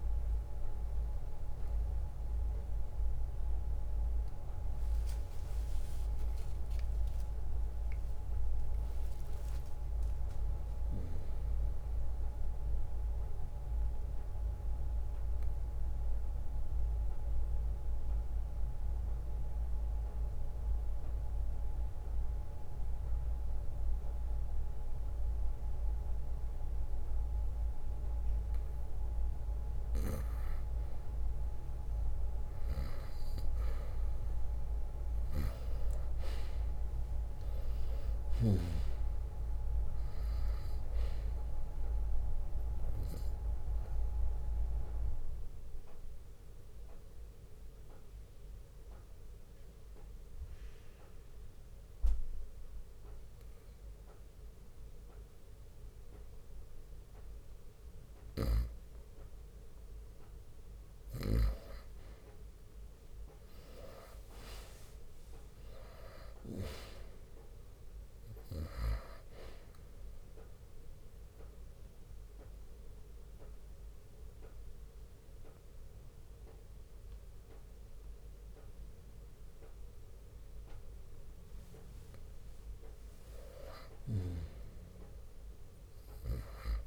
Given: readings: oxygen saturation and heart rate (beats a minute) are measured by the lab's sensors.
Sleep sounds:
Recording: breathing in sleep by a room microphone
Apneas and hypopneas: 3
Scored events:
0.00-4.50 s: drop in pulse transit time (device-marked, heart rate 64 extreme)
0.00-18.50 s: oxygen desaturation (device-marked, oxygen 92% lowest, heart rate 58 extreme)
5.00-9.50 s: arousal
13.50-29.50 s: obstructive apnea (oxygen 98% before, 90% lowest, heart rate 67 before, 58 extreme, up 6 after)
14.50-25.50 s: bradycardia (device-marked, heart rate 65 before, 58 extreme)
23.50-25.50 s: drop in pulse transit time (device-marked, heart rate 62 before, 59 extreme)
32.00-36.50 s: arousal
32.50-47.50 s: drop in pulse transit time (device-marked, heart rate 60 before, 62 extreme)
32.50-61.50 s: oxygen desaturation (device-marked, oxygen 97% before, 90% lowest, heart rate 60 before, 59 extreme)
43.00-58.00 s: obstructive apnea (oxygen 98% before, 90% lowest, heart rate 63 before, 59 extreme, up 4 after)
54.50-56.50 s: bradycardia (device-marked, heart rate 65 before, 60 extreme)
62.50-66.50 s: arousal
62.50-73.50 s: drop in pulse transit time (device-marked, heart rate 63 before, 60 extreme)
71.00-82.00 s: obstructive apnea (oxygen 97% before, 92% lowest, heart rate 62 before, 59 extreme, up 5 after)
84.00-86.87 s: arousal
From the record:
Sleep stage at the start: N2 (light sleep)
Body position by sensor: on the right side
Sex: male

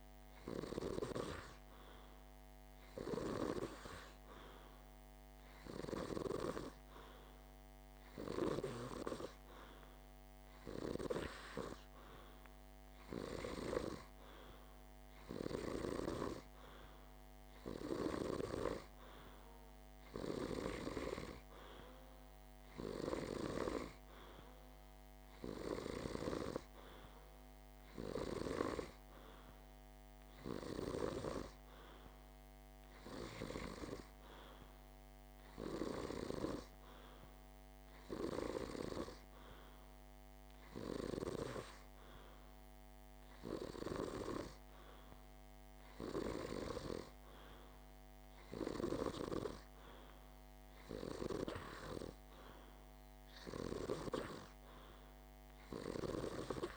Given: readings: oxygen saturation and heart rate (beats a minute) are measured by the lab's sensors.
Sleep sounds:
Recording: breathing in sleep by a microphone on the trachea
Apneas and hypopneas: none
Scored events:
none scored
From the record:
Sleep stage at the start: N2 (light sleep)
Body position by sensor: on the back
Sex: male

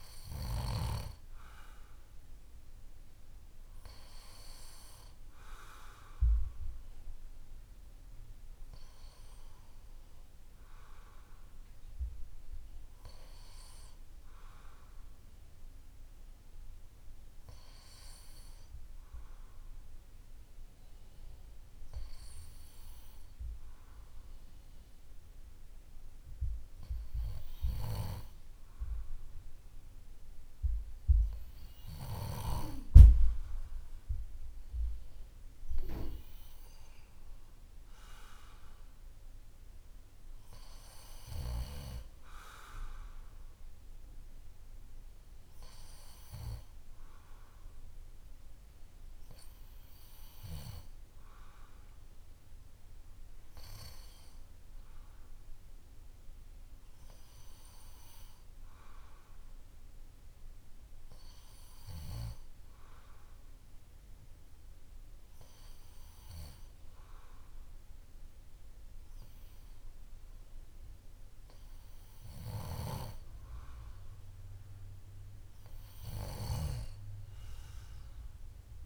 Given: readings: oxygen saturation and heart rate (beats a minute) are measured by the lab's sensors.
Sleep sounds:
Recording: breathing in sleep by a room microphone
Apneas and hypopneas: none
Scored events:
none scored
From the record:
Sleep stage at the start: N2 (light sleep)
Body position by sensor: on the back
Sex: male

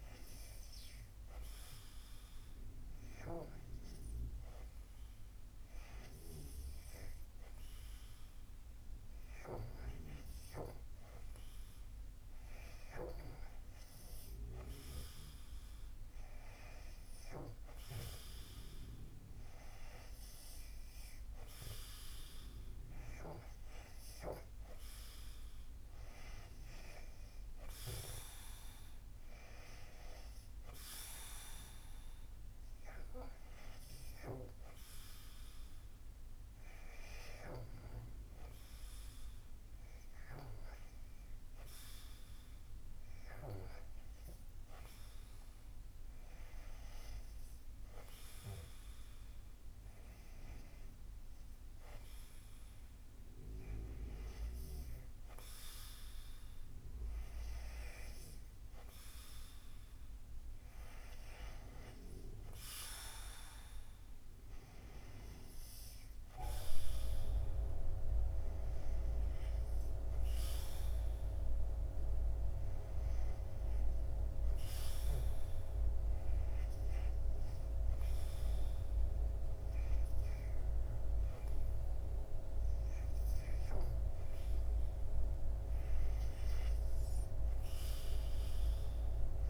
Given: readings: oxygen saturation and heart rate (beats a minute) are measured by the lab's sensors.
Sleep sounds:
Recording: breathing in sleep by a room microphone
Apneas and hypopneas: 1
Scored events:
72.00-85.00 s: hypopnea (oxygen 95% before, 93% lowest, heart rate 84 before, 82 extreme, up 4 after)
87.50-89.50 s: arousal
From the record:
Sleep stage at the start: REM sleep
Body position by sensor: on the back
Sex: male

